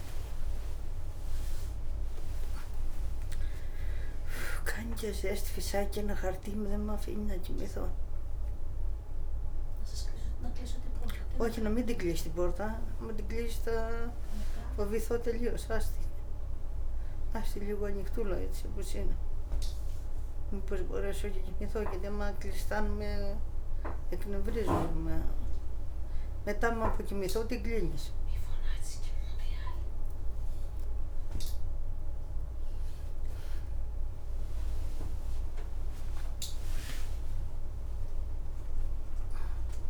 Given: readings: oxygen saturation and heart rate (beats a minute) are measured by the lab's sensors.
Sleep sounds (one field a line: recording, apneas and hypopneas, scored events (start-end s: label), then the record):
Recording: a person awake in a sleep study, by a room microphone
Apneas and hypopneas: none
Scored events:
5.50-7.50 s: leg movement (device-marked)
13.00-15.00 s: leg movement (device-marked)
19.00-20.50 s: leg movement (device-marked)
32.50-34.00 s: leg movement (device-marked)
35.00-39.00 s: leg movement (device-marked)
36.50-39.90 s: oxygen desaturation (device-marked, oxygen 95% before, 92% lowest, heart rate 101 before, 85 extreme)
From the record:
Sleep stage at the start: awake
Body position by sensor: on the back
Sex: female